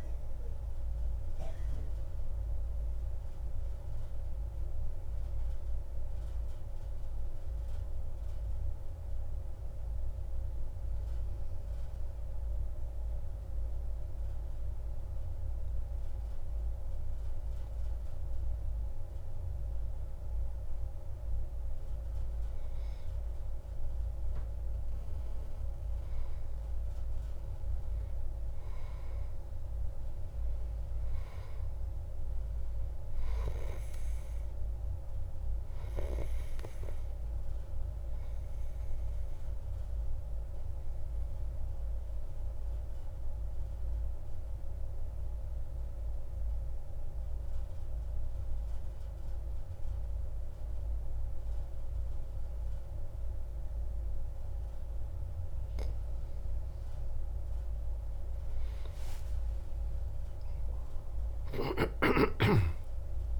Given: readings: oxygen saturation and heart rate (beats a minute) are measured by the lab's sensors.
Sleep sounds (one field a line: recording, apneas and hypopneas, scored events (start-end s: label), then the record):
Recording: breathing in sleep, hard to hear, by a room microphone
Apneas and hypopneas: 2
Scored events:
7.50-22.50 s: mixed apnea (oxygen 95% before, 93% lowest)
30.00-53.00 s: oxygen desaturation (device-marked, oxygen 97% before, 93% lowest)
33.50-40.00 s: arousal
41.50-55.00 s: mixed apnea (oxygen 98% before, 93% lowest)
59.00-63.40 s: arousal
From the record:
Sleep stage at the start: N1 (lightest sleep)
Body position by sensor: on the back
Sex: male